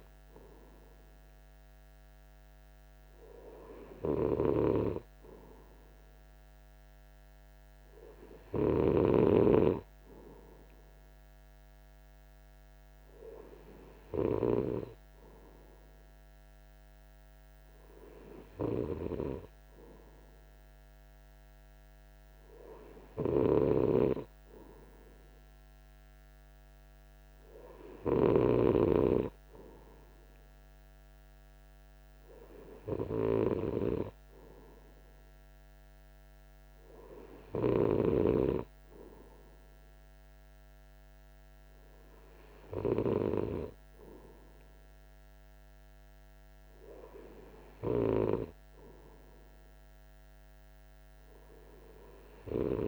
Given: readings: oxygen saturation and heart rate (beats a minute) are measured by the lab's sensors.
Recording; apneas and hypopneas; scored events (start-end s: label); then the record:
breathing in sleep by a microphone on the trachea; none
none scored
From the record:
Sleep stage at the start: N3 (deep sleep); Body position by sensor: on the right side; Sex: male